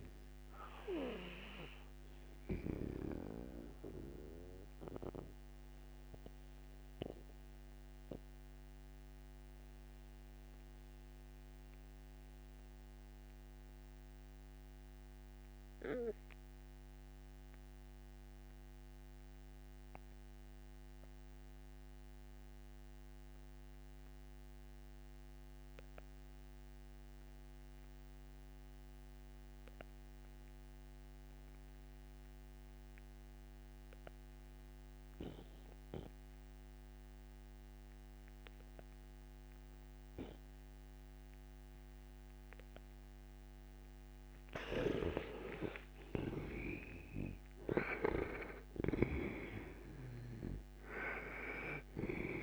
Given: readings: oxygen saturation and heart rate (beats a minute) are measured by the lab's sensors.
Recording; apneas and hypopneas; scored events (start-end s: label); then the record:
breathing in sleep by a microphone on the trachea; 1
0.00-24.00 s: oxygen desaturation (device-marked, oxygen 81% lowest, heart rate 58 extreme)
4.00-43.00 s: mixed apnea (oxygen 98% before, 78% lowest, heart rate 68 before, 58 extreme, up 28 after)
37.00-52.43 s: oxygen desaturation (device-marked, oxygen 98% before, 78% lowest, heart rate 61 before, 59 extreme)
45.00-49.00 s: arousal
From the record:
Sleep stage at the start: N2 (light sleep); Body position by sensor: on the right side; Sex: male